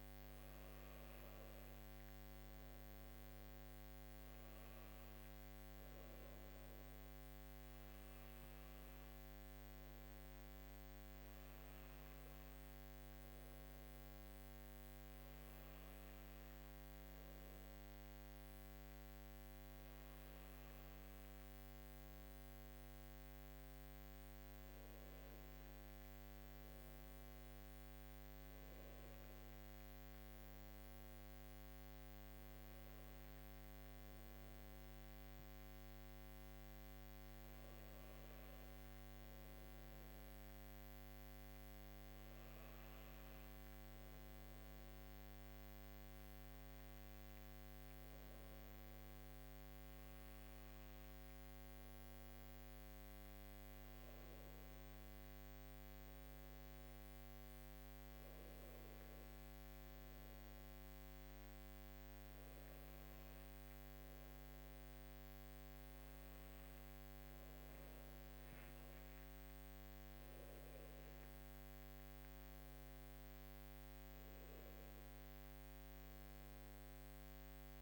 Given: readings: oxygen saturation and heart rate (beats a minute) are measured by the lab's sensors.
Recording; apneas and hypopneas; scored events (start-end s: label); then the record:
breathing in sleep, hard to hear, by a microphone on the trachea; none
71.50-77.00 s: arousal
From the record:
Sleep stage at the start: N2 (light sleep); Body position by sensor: on the left side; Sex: female